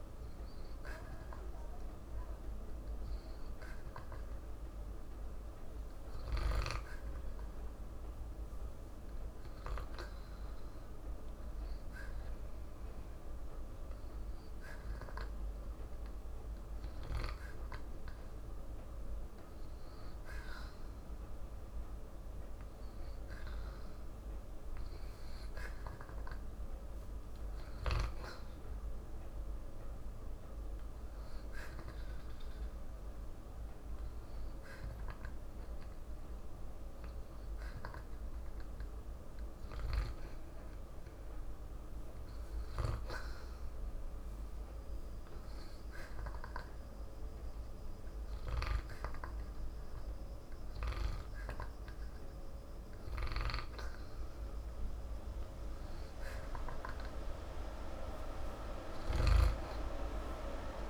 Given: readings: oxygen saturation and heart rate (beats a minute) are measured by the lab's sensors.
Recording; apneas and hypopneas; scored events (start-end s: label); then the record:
breathing in sleep by a room microphone; none
0.00-12.00 s: oxygen desaturation (device-marked, oxygen 89% lowest, heart rate 54 extreme)
From the record:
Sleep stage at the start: N2 (light sleep); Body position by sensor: on the back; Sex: male